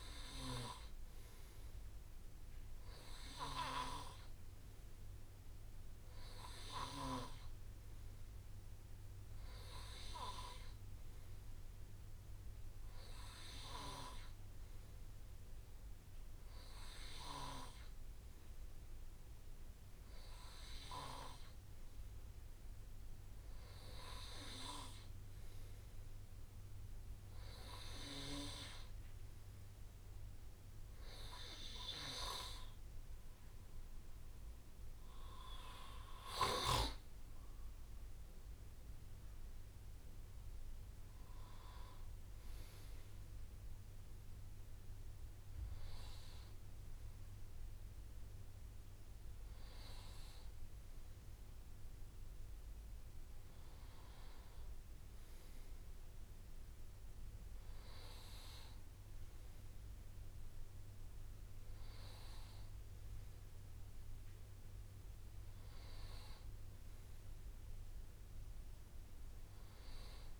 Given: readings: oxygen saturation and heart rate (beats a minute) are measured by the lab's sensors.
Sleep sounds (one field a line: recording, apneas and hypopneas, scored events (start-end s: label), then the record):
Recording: breathing in sleep by a room microphone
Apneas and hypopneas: none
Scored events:
5.50-7.50 s: long interval between heartbeats (device-marked, heart rate 60 before, 60 extreme)
8.50-10.50 s: long interval between heartbeats (device-marked, heart rate 59 before, 50 extreme)
11.50-13.50 s: long interval between heartbeats (device-marked, heart rate 58 before, 40 extreme)
15.50-17.50 s: long interval between heartbeats (device-marked, heart rate 54 before, 42 extreme)
36.50-38.50 s: long interval between heartbeats (device-marked, heart rate 55 before, 59 extreme)
49.50-51.50 s: long interval between heartbeats (device-marked, heart rate 57 before, 59 extreme)
54.50-56.50 s: long interval between heartbeats (device-marked, heart rate 55 before, 50 extreme)
61.00-63.00 s: long interval between heartbeats (device-marked, heart rate 53 before, 48 extreme)
67.50-69.50 s: long interval between heartbeats (device-marked, heart rate 50 before, 47 extreme)
From the record:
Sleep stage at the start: N2 (light sleep)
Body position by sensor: on the right side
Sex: male